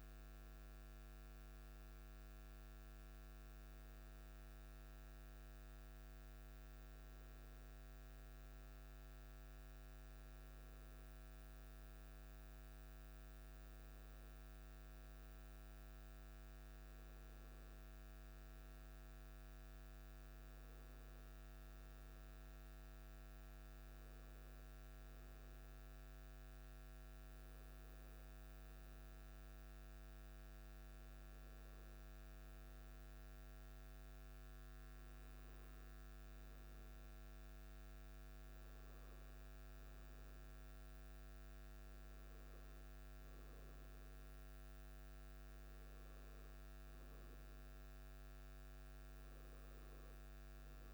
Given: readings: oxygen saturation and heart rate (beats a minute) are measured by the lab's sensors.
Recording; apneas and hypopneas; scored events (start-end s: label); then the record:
breathing in sleep, hard to hear, by a microphone on the trachea; none
none scored
From the record:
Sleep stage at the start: N1 (lightest sleep); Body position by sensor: on the back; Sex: male